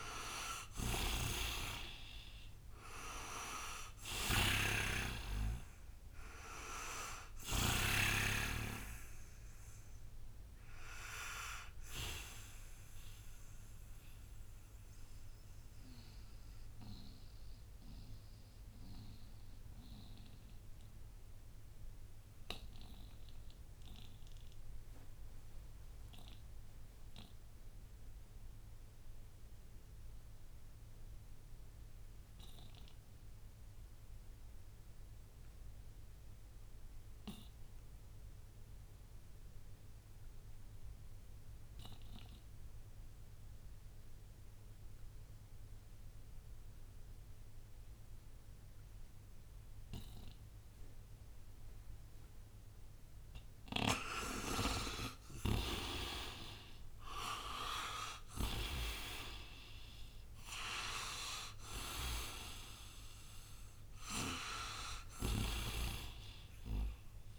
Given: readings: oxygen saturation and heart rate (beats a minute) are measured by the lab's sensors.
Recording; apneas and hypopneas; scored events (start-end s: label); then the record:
breathing in sleep by a room microphone; 1
0.00-1.50 s: arousal
0.00-7.50 s: snoring (device-marked)
0.00-33.00 s: oxygen desaturation (device-marked, oxygen 78% lowest, heart rate 57 extreme)
15.50-52.00 s: mixed apnea (oxygen 96% before, 78% lowest, heart rate 88 before, 57 extreme, up 9 after)
44.00-67.39 s: oxygen desaturation (device-marked, oxygen 99% before, 79% lowest, heart rate 61 before, 59 extreme)
54.50-59.50 s: arousal
55.00-58.50 s: snoring (device-marked)
From the record:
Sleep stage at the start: N2 (light sleep); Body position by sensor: on the right side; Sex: male